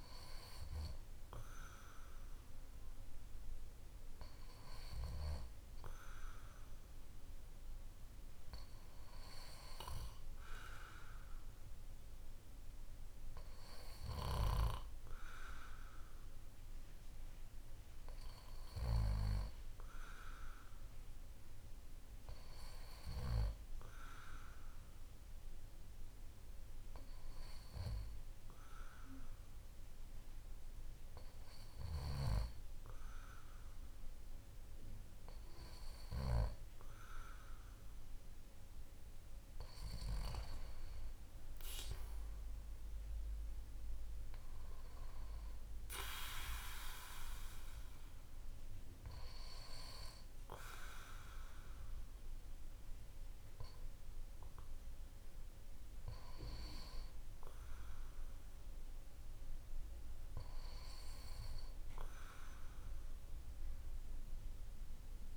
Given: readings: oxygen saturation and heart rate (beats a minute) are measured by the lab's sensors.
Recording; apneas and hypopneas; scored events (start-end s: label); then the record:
breathing in sleep by a room microphone; none
none scored
From the record:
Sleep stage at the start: N2 (light sleep); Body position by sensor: on the back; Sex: male